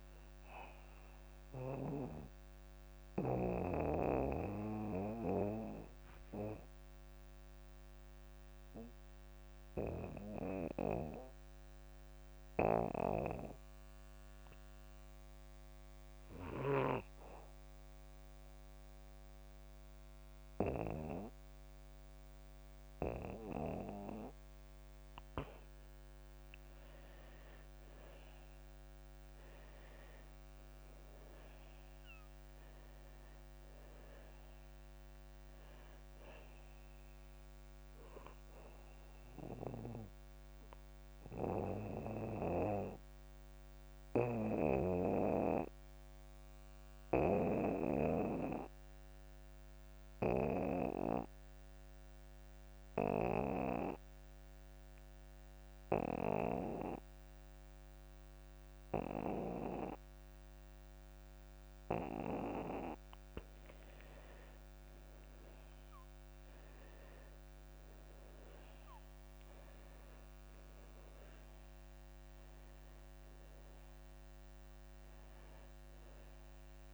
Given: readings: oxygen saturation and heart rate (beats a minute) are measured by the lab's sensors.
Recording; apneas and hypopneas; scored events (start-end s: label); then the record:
breathing in sleep by a microphone on the trachea; 2
0.50-25.00 s: obstructive apnea (oxygen 95% before, 84% lowest)
1.00-25.00 s: oxygen desaturation (device-marked, oxygen 93% before, 88% lowest)
27.50-31.00 s: arousal
30.00-60.00 s: oxygen desaturation (device-marked, oxygen 97% before, 84% lowest)
41.50-62.00 s: obstructive apnea (oxygen 97% before, 84% lowest)
64.50-68.00 s: arousal
71.00-76.94 s: oxygen desaturation (device-marked, oxygen 97% before, 84% lowest)
From the record:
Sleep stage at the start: N2 (light sleep); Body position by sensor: on the back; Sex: male